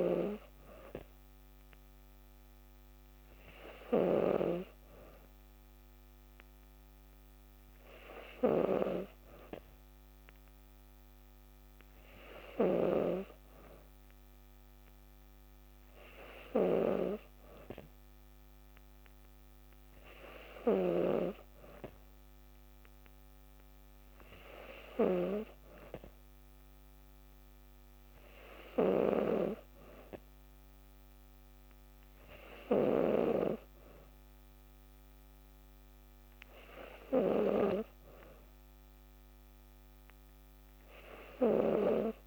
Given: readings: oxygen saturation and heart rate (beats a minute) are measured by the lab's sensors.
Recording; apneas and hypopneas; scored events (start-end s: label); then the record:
breathing in sleep by a microphone on the trachea; none
0.00-33.50 s: snoring (device-marked)
From the record:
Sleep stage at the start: N2 (light sleep); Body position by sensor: on the back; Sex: female